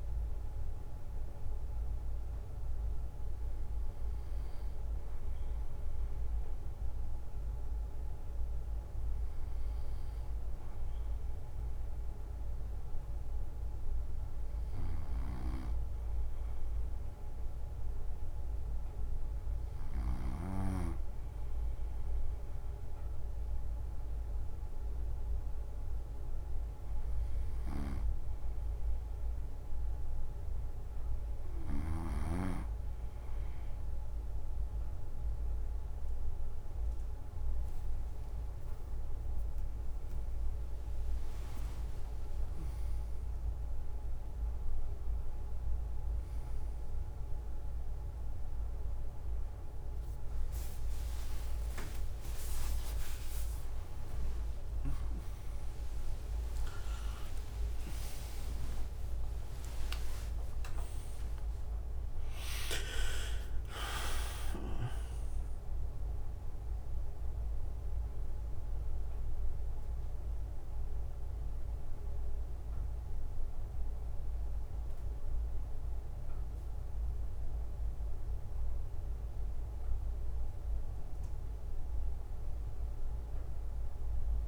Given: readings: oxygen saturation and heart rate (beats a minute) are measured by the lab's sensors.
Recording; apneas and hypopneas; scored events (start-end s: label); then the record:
a person partly awake in a sleep study, by a room microphone; 1
10.00-13.50 s: arousal
14.00-20.00 s: snoring (device-marked)
16.50-30.00 s: hypopnea (oxygen 95% before, 91% lowest, heart rate 65 before, 65 extreme, up 5 after)
27.00-31.50 s: snoring (device-marked)
39.00-49.00 s: drop in pulse transit time (device-marked, heart rate 67 before, 72 extreme)
39.00-59.00 s: oxygen desaturation (device-marked, oxygen 94% before, 91% lowest, heart rate 67 before, 67 extreme)
44.00-74.00 s: new sleep stage, awake
61.00-78.00 s: drop in pulse transit time (device-marked, heart rate 74 before, 69 extreme)
74.00-84.48 s: new sleep stage, N1 (lightest sleep)
From the record:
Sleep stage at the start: N2 (light sleep); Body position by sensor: on the right side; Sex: male